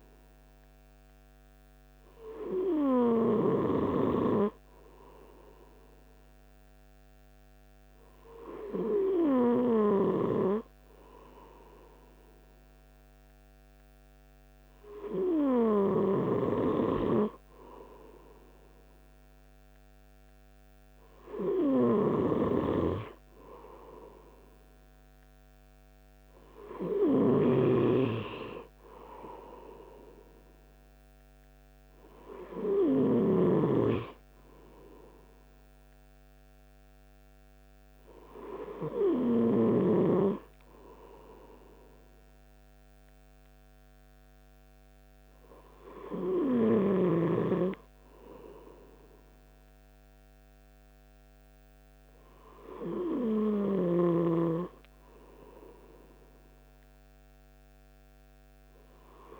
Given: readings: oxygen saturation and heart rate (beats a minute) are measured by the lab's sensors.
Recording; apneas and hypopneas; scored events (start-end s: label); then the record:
breathing in sleep by a microphone on the trachea; none
27.50-34.00 s: snoring (device-marked)
From the record:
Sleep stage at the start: N2 (light sleep); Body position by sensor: on the right side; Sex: male